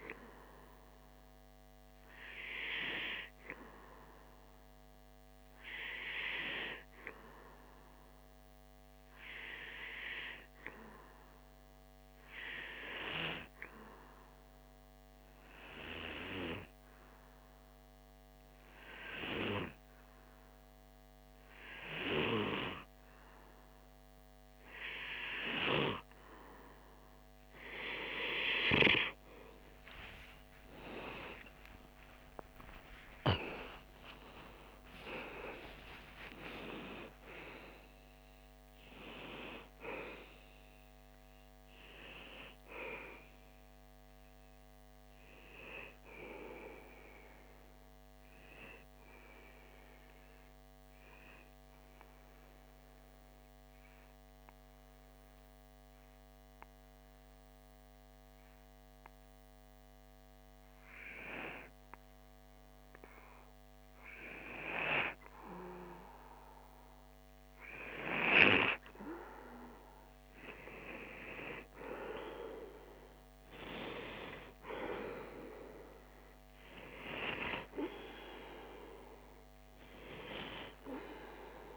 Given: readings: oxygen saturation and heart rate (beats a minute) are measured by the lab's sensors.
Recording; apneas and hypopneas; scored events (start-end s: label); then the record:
breathing in sleep by a microphone on the trachea; 2
9.00-24.50 s: hypopnea (oxygen 94% before, 90% lowest)
30.00-35.00 s: arousal
37.50-55.50 s: oxygen desaturation (device-marked, oxygen 93% before, 90% lowest)
50.00-61.00 s: obstructive apnea (oxygen 93% before, 91% lowest)
70.00-73.50 s: arousal
From the record:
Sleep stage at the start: N2 (light sleep); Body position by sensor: on the back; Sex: male